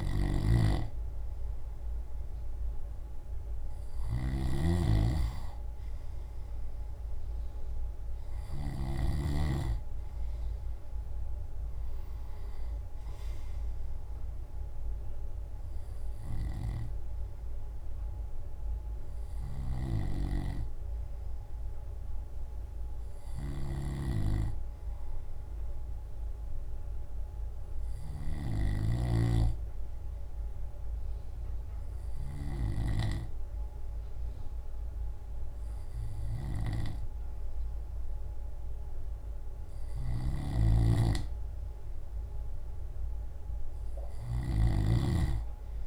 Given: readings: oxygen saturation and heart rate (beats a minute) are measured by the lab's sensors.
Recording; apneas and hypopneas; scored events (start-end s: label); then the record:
breathing in sleep by a room microphone; none
0.00-4.50 s: snoring (device-marked)
From the record:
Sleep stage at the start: N2 (light sleep); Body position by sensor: on the left side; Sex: male